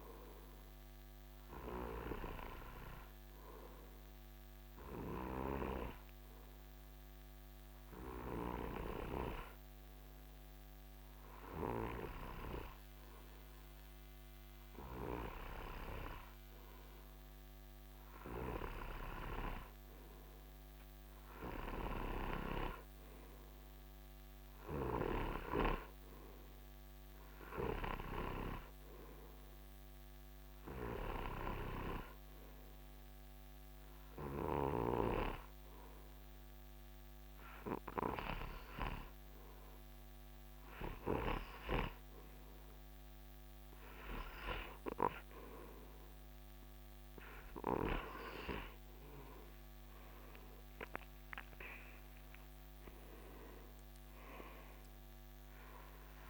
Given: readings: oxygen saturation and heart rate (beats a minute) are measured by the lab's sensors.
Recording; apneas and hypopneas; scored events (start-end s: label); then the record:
breathing in sleep by a microphone on the trachea; 1
5.00-18.50 s: hypopnea (oxygen 96% before, 90% lowest, heart rate 73 before, 69 extreme, up 2 after)
6.00-9.50 s: snoring (device-marked)
20.00-23.50 s: arousal
51.00-55.00 s: arousal
From the record:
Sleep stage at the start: N2 (light sleep); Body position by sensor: on the right side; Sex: male